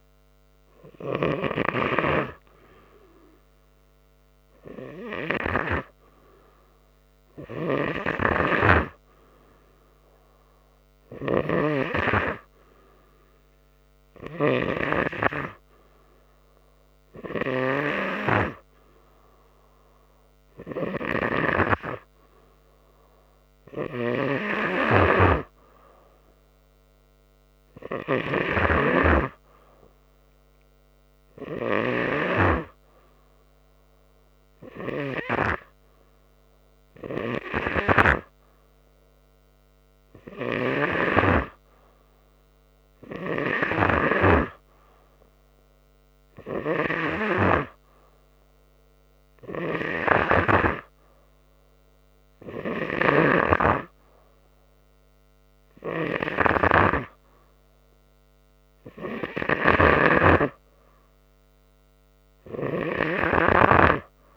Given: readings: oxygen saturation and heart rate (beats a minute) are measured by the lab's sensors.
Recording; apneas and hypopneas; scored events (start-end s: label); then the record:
breathing in sleep by a microphone on the trachea; none
none scored
From the record:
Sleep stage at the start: N3 (deep sleep); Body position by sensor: on the right side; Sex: male